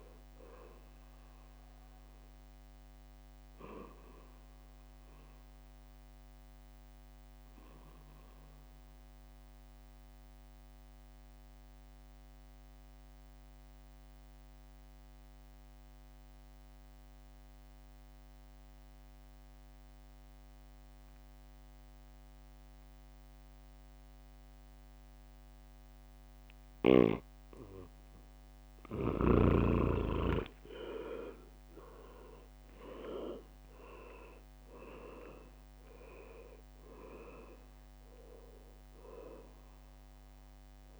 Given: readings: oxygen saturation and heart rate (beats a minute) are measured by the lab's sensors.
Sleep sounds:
breathing in sleep by a microphone on the trachea; 1
0.00-6.00 s: drop in pulse transit time (device-marked, heart rate 62 extreme)
0.00-21.00 s: oxygen desaturation (device-marked, oxygen 92% lowest, heart rate 59 extreme)
4.50-29.00 s: mixed apnea (oxygen 99% before, 92% lowest, heart rate 70 before, 59 extreme, up 10 after)
30.00-41.00 s: drop in pulse transit time (device-marked, heart rate 63 before, 68 extreme)
30.50-34.50 s: arousal
34.00-41.00 s: oxygen desaturation (device-marked, oxygen 100% before, 93% lowest, heart rate 65 before, 63 extreme)
34.50-39.50 s: leg movement (device-marked)
From the record:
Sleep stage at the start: N2 (light sleep); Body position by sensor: on the back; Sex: male

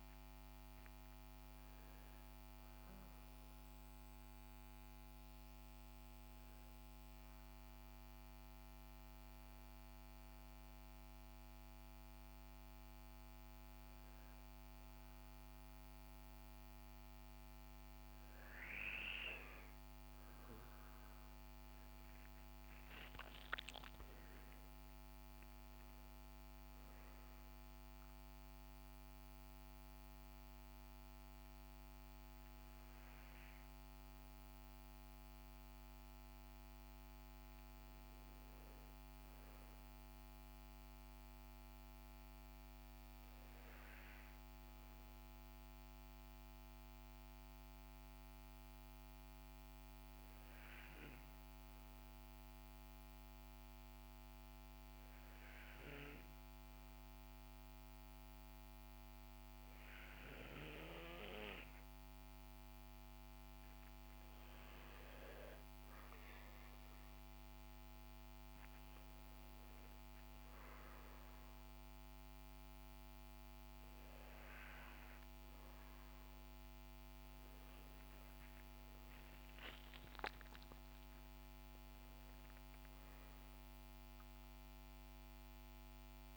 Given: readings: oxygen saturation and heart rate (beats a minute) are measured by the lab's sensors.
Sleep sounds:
breathing in sleep, hard to hear, by a microphone on the trachea; 2
7.00-18.50 s: hypopnea (oxygen 95% before, 92% lowest, heart rate 66 before, 59 extreme, up 15 after)
20.00-24.00 s: arousal
23.50-37.50 s: oxygen desaturation (device-marked, oxygen 96% before, 93% lowest, heart rate 64 before, 58 extreme)
48.50-61.00 s: hypopnea (oxygen 96% before, 92% lowest, heart rate 63 before, 62 extreme, up 8 after)
63.00-66.50 s: arousal
63.50-83.50 s: oxygen desaturation (device-marked, oxygen 95% before, 92% lowest, heart rate 61 before, 59 extreme)
From the record:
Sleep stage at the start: N2 (light sleep); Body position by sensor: on the right side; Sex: male

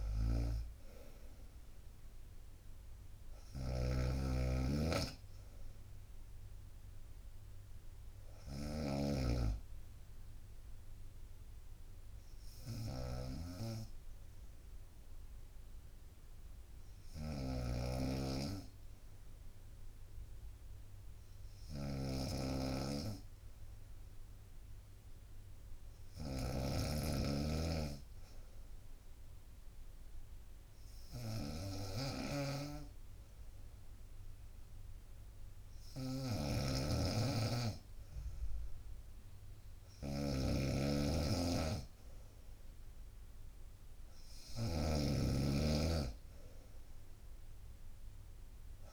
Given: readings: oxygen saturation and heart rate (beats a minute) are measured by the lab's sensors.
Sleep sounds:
breathing in sleep by a room microphone; 1
0.00-3.00 s: arousal
0.00-48.93 s: snoring (device-marked)
0.50-15.50 s: drop in pulse transit time (device-marked, heart rate 64 before, 64 extreme)
29.00-40.00 s: obstructive apnea (oxygen 95% before, 93% lowest, heart rate 63 before, 64 extreme, up 2 after)
42.00-45.50 s: arousal
From the record:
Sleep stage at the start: N2 (light sleep); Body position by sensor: on the right side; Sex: female

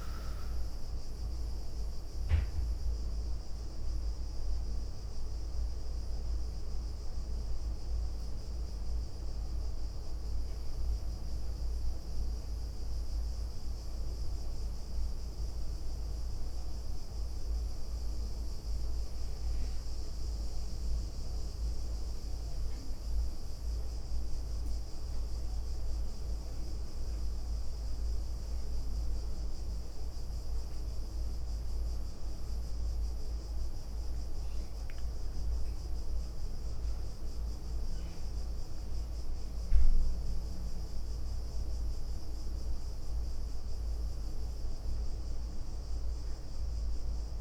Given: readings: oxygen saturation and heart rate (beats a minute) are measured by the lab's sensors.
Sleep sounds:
breathing in sleep, hard to hear, by a room microphone; none
0.00-2.00 s: leg movement (device-marked)
4.50-10.50 s: leg movement (device-marked)
13.00-15.00 s: leg movement (device-marked)
16.00-26.50 s: leg movement (device-marked)
From the record:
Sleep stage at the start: N1 (lightest sleep); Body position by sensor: on the right side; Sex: female

